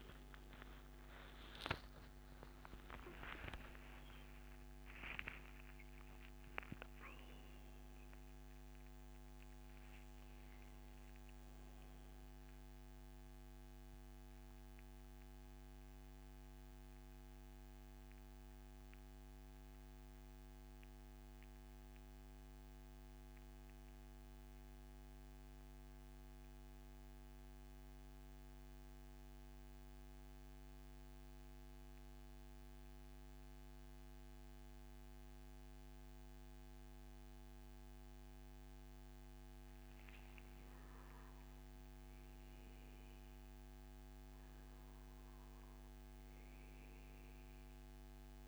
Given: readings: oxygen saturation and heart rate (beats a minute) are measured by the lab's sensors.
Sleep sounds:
breathing in sleep, hard to hear, by a microphone on the trachea; 1
0.00-2.50 s: arousal
0.00-6.00 s: oxygen desaturation (device-marked, oxygen 92% lowest, heart rate 109 extreme)
8.00-48.48 s: new sleep stage, N1 (lightest sleep)
13.50-38.50 s: central apnea (oxygen 97% before, 92% lowest, heart rate 133 before, 132 extreme, up 1 after)
42.00-47.00 s: arousal
From the record:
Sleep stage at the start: N2 (light sleep); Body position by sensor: on the back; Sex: male

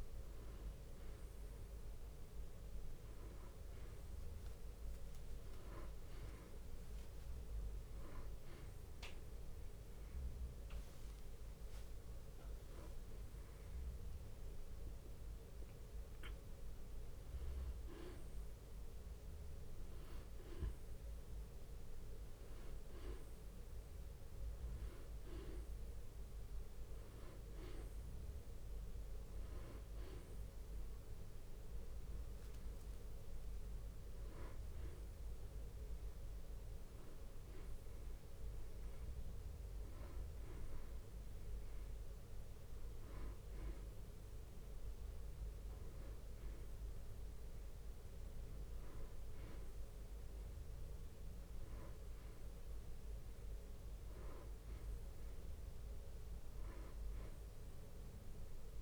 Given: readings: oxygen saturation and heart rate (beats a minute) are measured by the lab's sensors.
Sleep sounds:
a person partly awake in a sleep study, hard to hear, by a room microphone; none
0.00-4.00 s: bradycardia (device-marked, heart rate 56 extreme)
18.00-25.00 s: bradycardia (device-marked, heart rate 71 before, 58 extreme)
26.00-38.00 s: bradycardia (device-marked, heart rate 71 before, 52 extreme)
29.00-58.82 s: new sleep stage, N1 (lightest sleep)
From the record:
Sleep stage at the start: awake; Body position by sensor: on the back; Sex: male

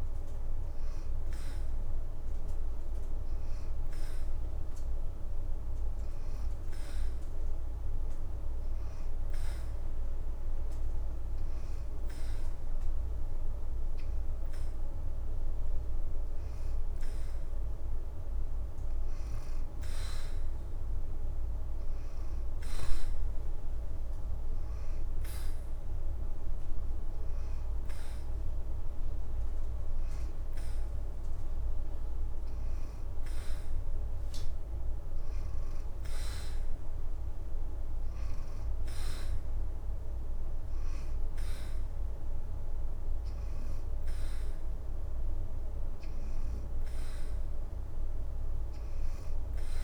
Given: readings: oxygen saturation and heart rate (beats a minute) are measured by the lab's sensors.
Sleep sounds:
breathing in sleep, hard to hear, by a room microphone; 1
0.50-15.50 s: oxygen desaturation (device-marked, oxygen 91% before, 87% lowest, heart rate 83 before, 81 extreme)
22.50-37.50 s: oxygen desaturation (device-marked, oxygen 93% before, 86% lowest, heart rate 83 before, 81 extreme)
23.00-33.50 s: hypopnea (oxygen 93% before, 85% lowest, heart rate 83 before, 81 extreme, up 3 after)
37.00-41.50 s: arousal
42.50-49.84 s: oxygen desaturation (device-marked, oxygen 90% before, 87% lowest, heart rate 83 before, 83 extreme)
From the record:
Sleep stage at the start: N2 (light sleep); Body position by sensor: on the back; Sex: female

